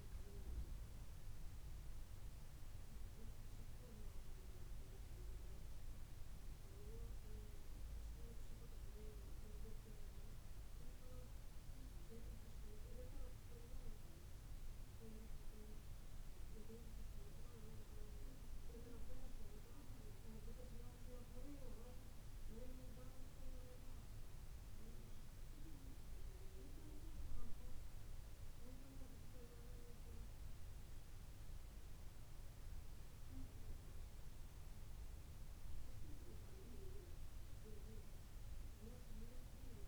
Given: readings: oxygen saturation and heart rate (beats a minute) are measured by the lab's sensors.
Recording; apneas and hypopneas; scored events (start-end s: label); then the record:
a person awake in a sleep study, by a room microphone; none
none scored
From the record:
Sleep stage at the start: awake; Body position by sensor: on the back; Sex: female